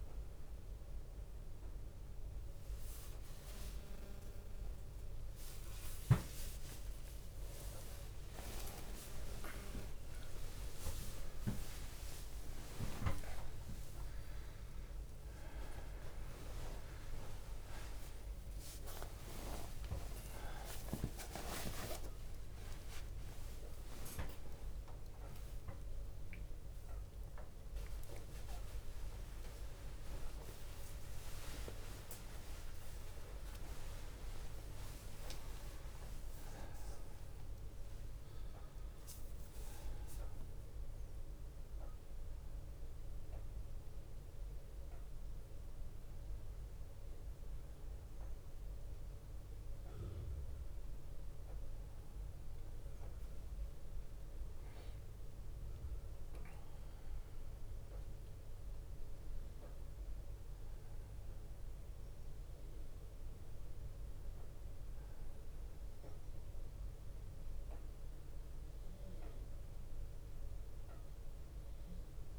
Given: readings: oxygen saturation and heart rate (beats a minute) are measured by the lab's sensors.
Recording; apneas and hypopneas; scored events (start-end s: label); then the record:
a person awake in a sleep study, by a room microphone; none
0.00-8.00 s: drop in pulse transit time (device-marked, heart rate 68 extreme)
9.00-11.00 s: long interval between heartbeats (device-marked, heart rate 79 before, 99 extreme)
12.00-14.00 s: long interval between heartbeats (device-marked, heart rate 80 before, 89 extreme)
16.00-28.00 s: tachycardia (device-marked, heart rate 72 before, 120 extreme)
16.50-18.50 s: long interval between heartbeats (device-marked, heart rate 80 before, 81 extreme)
19.50-21.50 s: long interval between heartbeats (device-marked, heart rate 83 before, 110 extreme)
21.00 s: drop in pulse transit time (device-marked)
22.00-24.00 s: long interval between heartbeats (device-marked, heart rate 90 before, 109 extreme)
28.00-57.00 s: bradycardia (device-marked)
33.00-35.00 s: oxygen desaturation (device-marked, oxygen 94% before, 89% lowest)
46.00-57.00 s: oxygen desaturation (device-marked, oxygen 96% before, 91% lowest)
48.00-72.39 s: new sleep stage, N1 (lightest sleep)
From the record:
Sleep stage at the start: awake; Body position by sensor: on the right side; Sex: male